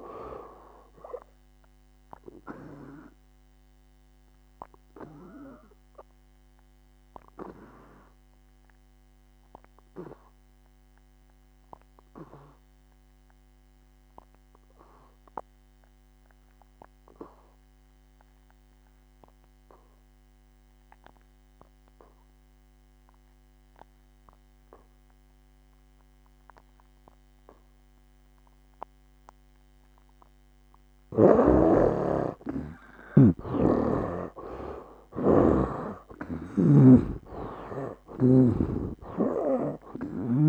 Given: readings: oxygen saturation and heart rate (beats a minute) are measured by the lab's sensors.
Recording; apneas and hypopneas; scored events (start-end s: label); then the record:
breathing in sleep by a microphone on the trachea; 1
0.00-25.50 s: oxygen desaturation (device-marked, oxygen 83% lowest, heart rate 58 extreme)
3.50-30.50 s: obstructive apnea (oxygen 99% before, 73% lowest, heart rate 65 before, 58 extreme, up 13 after)
31.50-40.49 s: oxygen desaturation (device-marked, oxygen 95% before, 73% lowest, heart rate 60 before, 58 extreme)
33.50-37.00 s: arousal
36.50-40.49 s: snoring (device-marked)
From the record:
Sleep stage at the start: N2 (light sleep); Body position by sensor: on the back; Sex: male